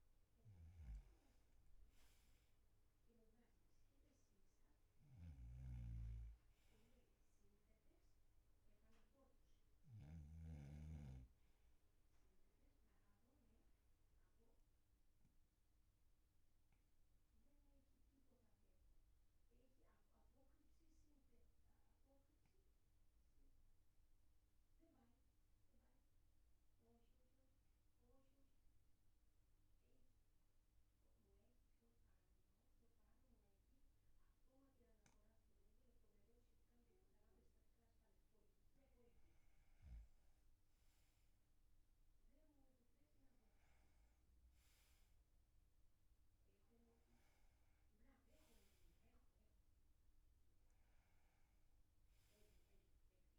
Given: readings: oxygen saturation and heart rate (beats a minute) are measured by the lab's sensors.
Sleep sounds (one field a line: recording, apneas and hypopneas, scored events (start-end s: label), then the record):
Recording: breathing in sleep, hard to hear, by a room microphone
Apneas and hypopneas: 1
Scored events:
5.50-11.00 s: snoring (device-marked)
13.50-38.50 s: obstructive apnea (oxygen 99% before, 94% lowest, heart rate 48 before, 39 extreme, up 0 after)
39.50-43.50 s: arousal
From the record:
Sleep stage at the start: N2 (light sleep)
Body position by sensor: on the back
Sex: male